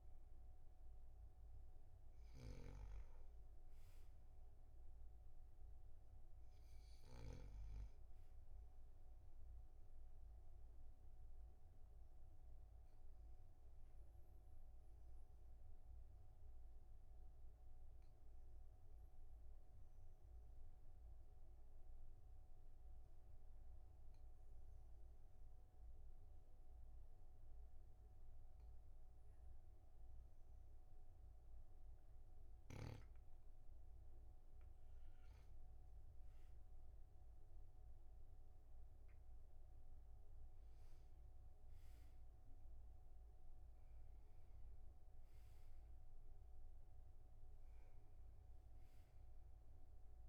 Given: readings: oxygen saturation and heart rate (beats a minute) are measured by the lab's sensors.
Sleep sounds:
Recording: breathing in sleep, hard to hear, by a room microphone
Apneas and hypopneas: 1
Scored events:
0.00-8.00 s: snoring (device-marked)
10.00-33.50 s: obstructive apnea (oxygen 98% before, 95% lowest, heart rate 49 before, 43 extreme, up 4 after)
35.50-39.00 s: arousal
From the record:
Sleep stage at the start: N2 (light sleep)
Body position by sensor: on the back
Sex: male

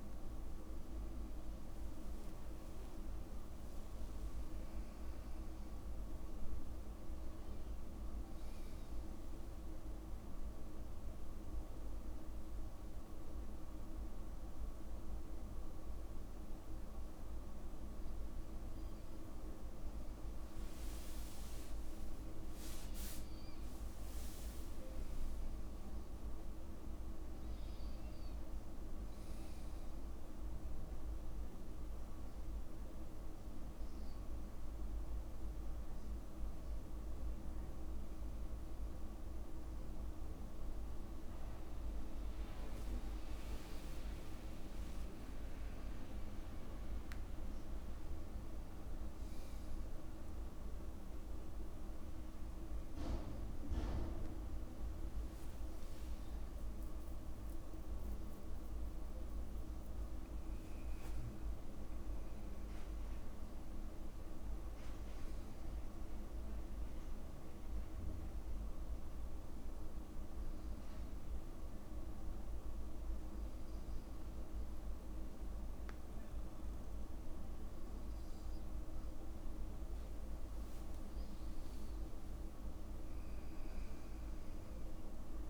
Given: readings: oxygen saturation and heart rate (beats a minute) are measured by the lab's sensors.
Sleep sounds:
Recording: a person partly awake in a sleep study, hard to hear, by a room microphone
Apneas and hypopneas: 2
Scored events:
7.50-37.50 s: new sleep stage, N1 (lightest sleep)
31.50-43.00 s: hypopnea (oxygen 96% before, 93% lowest, heart rate 66 before, 62 extreme, up 36 after)
37.50-85.50 s: new sleep stage, N2 (light sleep)
44.50-48.00 s: arousal
45.00-47.00 s: long interval between heartbeats (device-marked, heart rate 70 before, 97 extreme)
68.50-80.50 s: obstructive apnea (oxygen 96% before, 91% lowest, heart rate 69 before, 59 extreme, up 8 after)
81.50-85.00 s: arousal
From the record:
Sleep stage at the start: awake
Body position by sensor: on the back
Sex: male

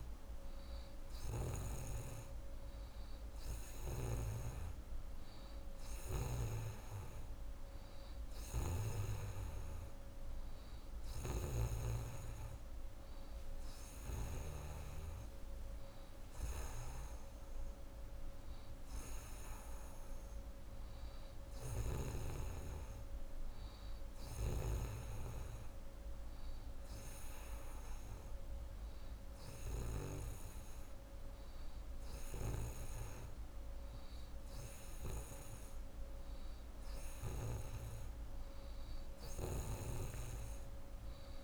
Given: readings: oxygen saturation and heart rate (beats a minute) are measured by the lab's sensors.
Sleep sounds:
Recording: breathing in sleep by a room microphone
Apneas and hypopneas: none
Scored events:
41.00-41.44 s: new sleep stage, N2 (light sleep)
From the record:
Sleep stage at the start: N3 (deep sleep)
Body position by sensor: on the right side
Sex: female

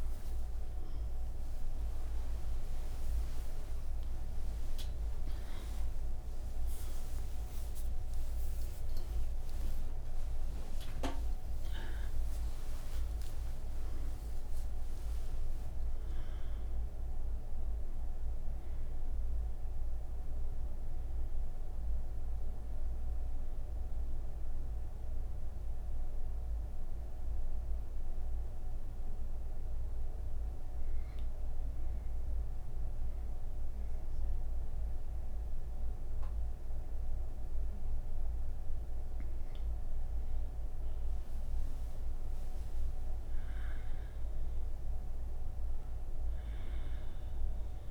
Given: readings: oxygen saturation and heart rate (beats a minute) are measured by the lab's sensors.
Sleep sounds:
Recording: breathing in sleep, hard to hear, by a room microphone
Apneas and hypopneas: 1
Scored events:
24.00-40.00 s: hypopnea (oxygen 98% before, 91% lowest)
From the record:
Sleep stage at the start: N3 (deep sleep)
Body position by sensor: on the right side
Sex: female

